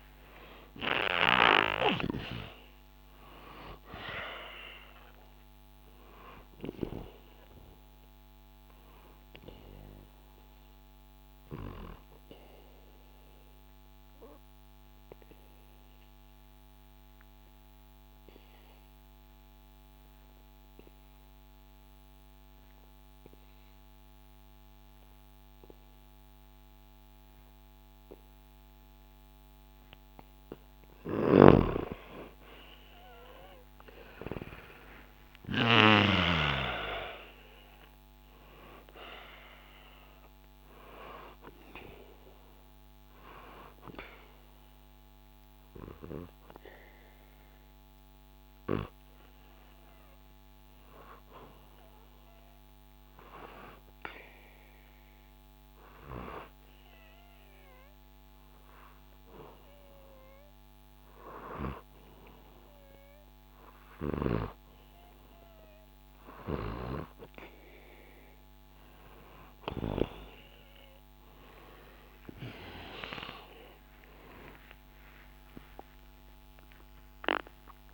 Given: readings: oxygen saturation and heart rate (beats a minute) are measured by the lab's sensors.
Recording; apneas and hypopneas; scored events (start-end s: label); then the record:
breathing in sleep by a microphone on the trachea; 2
0.00-3.00 s: arousal
9.00-24.00 s: oxygen desaturation (device-marked, oxygen 96% before, 92% lowest, heart rate 69 before, 62 extreme)
10.00-30.50 s: obstructive apnea (oxygen 97% before, 90% lowest, heart rate 69 before, 62 extreme, up 10 after)
31.00-36.50 s: snoring (device-marked)
32.00-36.50 s: arousal
38.00-53.00 s: oxygen desaturation (device-marked, oxygen 98% before, 90% lowest, heart rate 67 before, 67 extreme)
42.50-68.00 s: obstructive apnea (oxygen 98% before, 90% lowest, heart rate 69 before, 67 extreme, up 52 after)
68.00-77.94 s: new sleep stage, awake
From the record:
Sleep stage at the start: N2 (light sleep); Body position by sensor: on the back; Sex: male